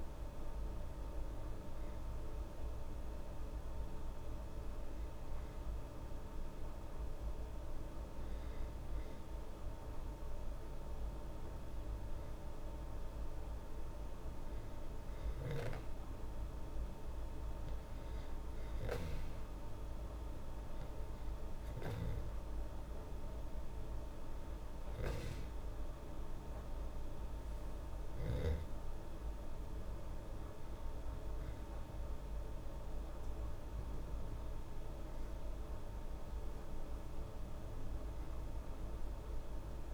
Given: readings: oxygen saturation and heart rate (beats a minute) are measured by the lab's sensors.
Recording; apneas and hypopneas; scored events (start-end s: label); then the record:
breathing in sleep, hard to hear, by a room microphone; none
none scored
From the record:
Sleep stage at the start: N2 (light sleep); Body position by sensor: on the back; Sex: female